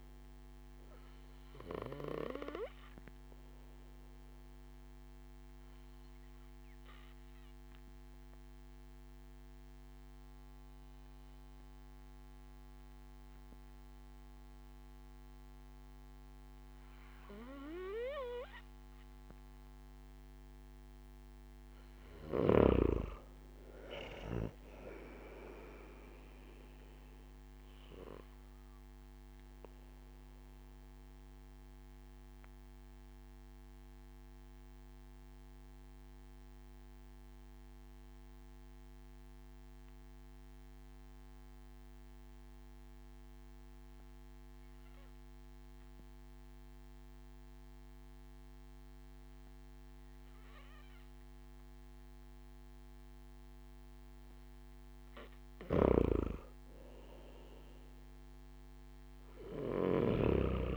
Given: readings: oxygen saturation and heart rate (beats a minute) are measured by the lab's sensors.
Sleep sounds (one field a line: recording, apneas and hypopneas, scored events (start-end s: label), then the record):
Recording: breathing in sleep by a microphone on the trachea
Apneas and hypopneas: 2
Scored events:
4.50-20.50 s: obstructive apnea (oxygen 97% before, 93% lowest)
23.50-27.00 s: arousal
33.50-53.00 s: obstructive apnea (oxygen 96% before, 93% lowest)
55.00-58.50 s: arousal
55.50-60.00 s: snoring (device-marked)
From the record:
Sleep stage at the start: N2 (light sleep)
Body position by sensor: on the back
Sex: male